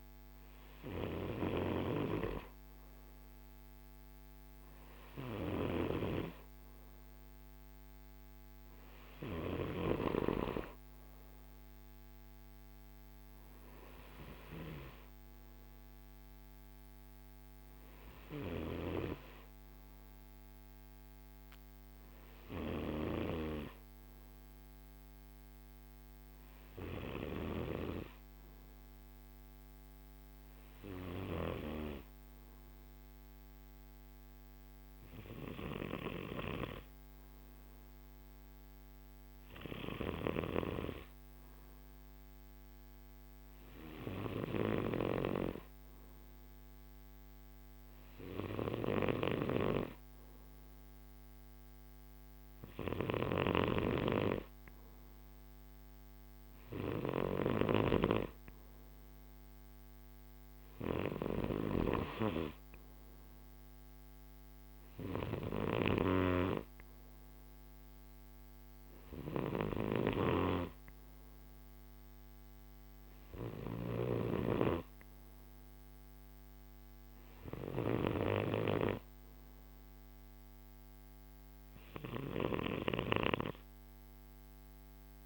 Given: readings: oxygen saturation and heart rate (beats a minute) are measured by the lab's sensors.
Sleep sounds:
breathing in sleep by a microphone on the trachea; none
49.00-57.50 s: snoring (device-marked)
From the record:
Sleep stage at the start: N2 (light sleep); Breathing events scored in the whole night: 114 in 4.5 hours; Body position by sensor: on the right side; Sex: male

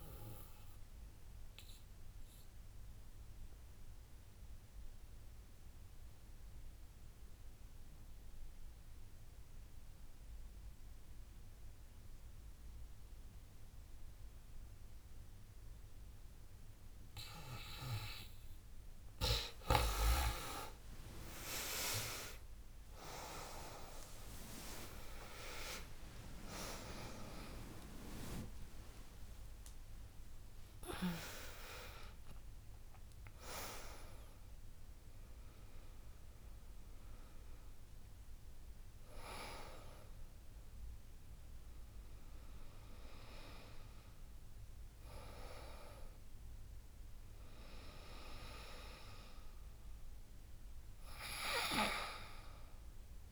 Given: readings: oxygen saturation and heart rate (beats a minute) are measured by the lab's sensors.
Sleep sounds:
breathing in sleep by a room microphone; 1
0.50-16.50 s: oxygen desaturation (device-marked, oxygen 87% before, 80% lowest, heart rate 81 before, 81 extreme)
1.50-15.50 s: obstructive apnea (oxygen 91% before, 80% lowest, heart rate 82 before, 81 extreme, up 22 after)
19.00-21.00 s: long interval between heartbeats (device-marked, heart rate 86 before, 89 extreme)
19.00-24.00 s: arousal
19.50-28.50 s: tachycardia (device-marked, heart rate 80 before, 118 extreme)
23.50-25.50 s: long interval between heartbeats (device-marked, heart rate 88 before, 113 extreme)
23.50-37.50 s: drop in pulse transit time (device-marked, heart rate 88 before, 100 extreme)
26.50-53.32 s: new sleep stage, N1 (lightest sleep)
31.50-35.50 s: tachycardia (device-marked, heart rate 81 before, 101 extreme)
34.50-46.50 s: oxygen desaturation (device-marked, oxygen 91% before, 80% lowest, heart rate 100 before, 73 extreme)
From the record:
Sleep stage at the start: REM sleep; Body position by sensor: on the back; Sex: female

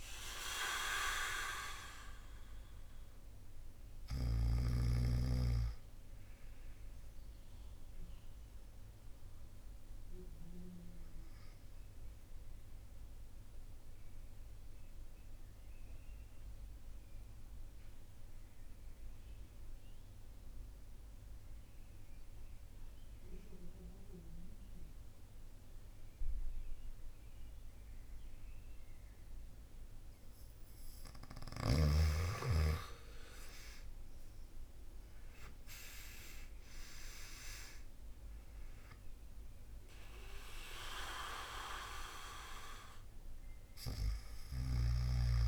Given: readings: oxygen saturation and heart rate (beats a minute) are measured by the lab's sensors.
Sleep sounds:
breathing in sleep by a room microphone; 1
0.00-25.50 s: oxygen desaturation (device-marked, oxygen 88% lowest)
8.00-30.50 s: central apnea (oxygen 97% before, 87% lowest)
32.00-36.50 s: arousal
38.50-45.48 s: oxygen desaturation (device-marked, oxygen 98% before, 87% lowest)
From the record:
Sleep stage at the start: N2 (light sleep); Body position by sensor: on the back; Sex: male

